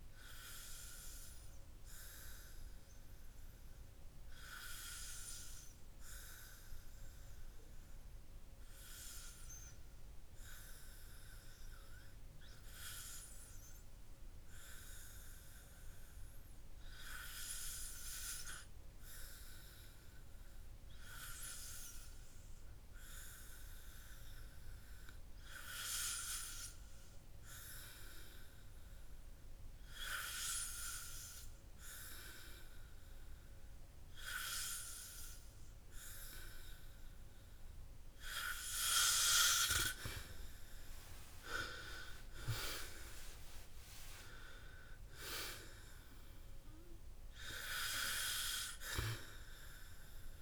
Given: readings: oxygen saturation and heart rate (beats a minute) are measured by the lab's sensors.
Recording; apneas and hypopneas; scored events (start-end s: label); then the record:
breathing in sleep by a room microphone; 1
1.00-39.00 s: hypopnea (oxygen 99% before, 94% lowest, heart rate 67 before, 46 extreme, up 7 after)
41.50-45.50 s: arousal
From the record:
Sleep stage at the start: N2 (light sleep); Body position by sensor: on the back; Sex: male